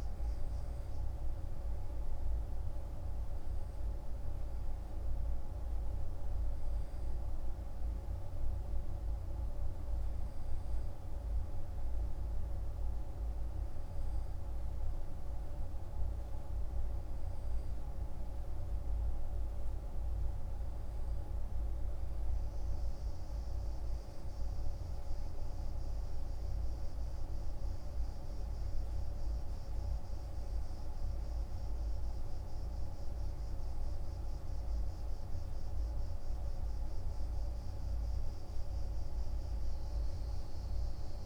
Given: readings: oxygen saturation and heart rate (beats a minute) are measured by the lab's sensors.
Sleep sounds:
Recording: breathing in sleep, hard to hear, by a room microphone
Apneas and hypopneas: none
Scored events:
none scored
From the record:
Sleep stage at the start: N2 (light sleep)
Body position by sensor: on the right side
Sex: male

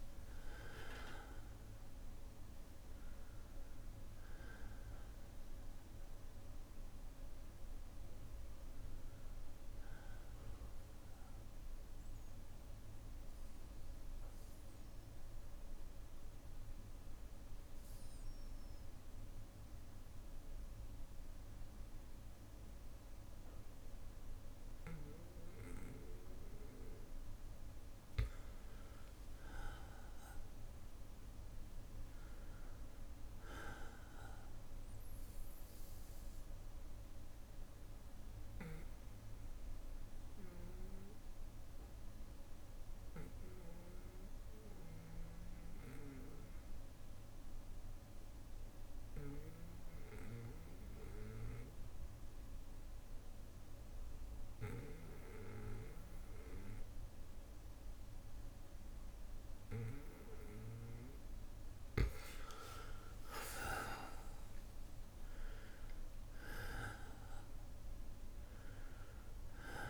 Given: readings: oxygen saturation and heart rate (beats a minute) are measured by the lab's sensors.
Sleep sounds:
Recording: breathing in sleep by a room microphone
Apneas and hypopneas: 2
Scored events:
0.00-24.50 s: oxygen desaturation (device-marked, oxygen 91% lowest, heart rate 55 extreme)
11.50-25.50 s: bradycardia (device-marked, heart rate 61 before, 57 extreme)
13.00-26.50 s: obstructive apnea (oxygen 97% before, 91% lowest, heart rate 69 before, 55 extreme, up 5 after)
29.00-32.50 s: arousal
36.50-60.00 s: obstructive apnea (oxygen 99% before, 93% lowest, heart rate 59 before, 55 extreme, up 8 after)
37.50-57.50 s: bradycardia (device-marked, heart rate 60 before, 55 extreme)
61.50-69.90 s: oxygen desaturation (device-marked, oxygen 98% before, 93% lowest, heart rate 57 before, 55 extreme)
62.00-66.50 s: arousal
From the record:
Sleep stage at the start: N2 (light sleep)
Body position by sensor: on the back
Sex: male

